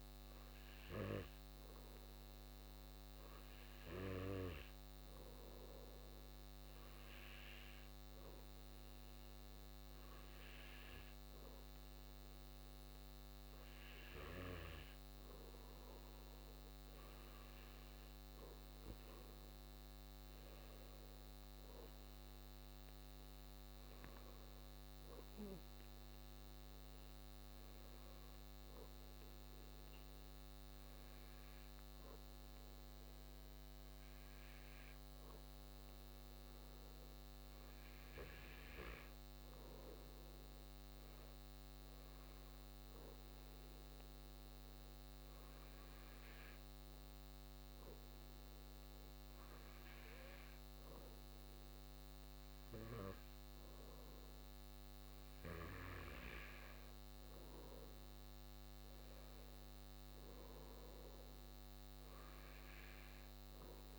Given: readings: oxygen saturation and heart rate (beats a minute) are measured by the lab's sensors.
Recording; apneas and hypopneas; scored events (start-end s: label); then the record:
breathing in sleep by a microphone on the trachea; none
60.50-63.99 s: arousal
From the record:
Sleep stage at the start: N2 (light sleep); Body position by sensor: on the back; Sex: male